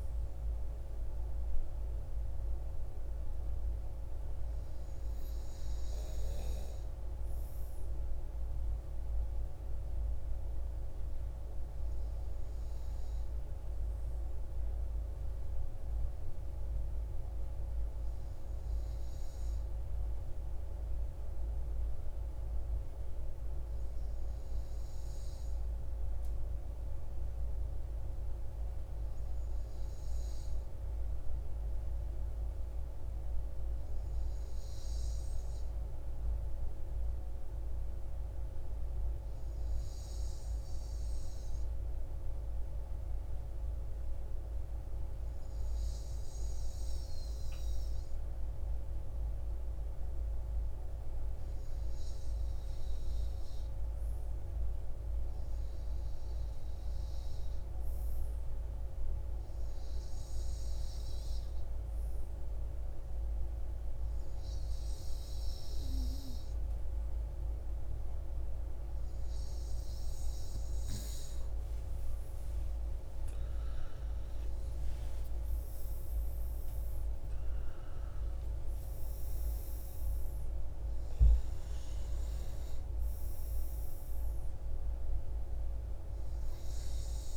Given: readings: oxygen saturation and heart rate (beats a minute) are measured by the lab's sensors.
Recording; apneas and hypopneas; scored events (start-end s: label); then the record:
breathing in sleep, hard to hear, by a room microphone; 1
30.50-51.00 s: hypopnea (oxygen 98% before, 95% lowest, heart rate 62 before, 58 extreme)
55.00-60.00 s: arousal
74.00-79.50 s: arousal
From the record:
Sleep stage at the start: N2 (light sleep); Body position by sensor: on the front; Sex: male